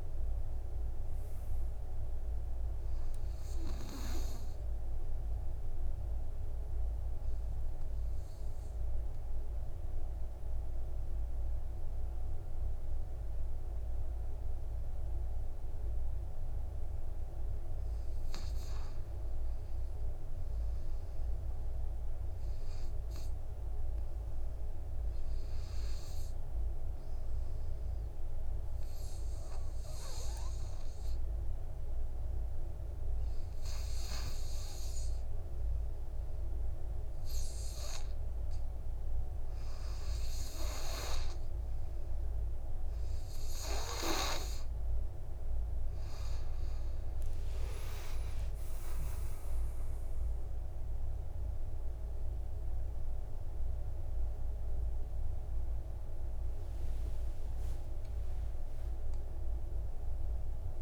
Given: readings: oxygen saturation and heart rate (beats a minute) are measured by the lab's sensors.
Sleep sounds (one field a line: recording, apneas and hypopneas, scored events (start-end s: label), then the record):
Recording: breathing in sleep, hard to hear, by a room microphone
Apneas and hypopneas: 1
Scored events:
6.00-18.50 s: obstructive apnea (oxygen 99% before, 93% lowest, heart rate 58 before, 53 extreme, up 4 after)
22.50-26.00 s: arousal
33.50-40.50 s: oxygen desaturation (device-marked, oxygen 98% before, 94% lowest, heart rate 55 before, 57 extreme)
48.00-50.00 s: long interval between heartbeats (device-marked, heart rate 57 before, 68 extreme)
48.00-52.00 s: arousal
From the record:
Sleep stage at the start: N2 (light sleep)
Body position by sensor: on the back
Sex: male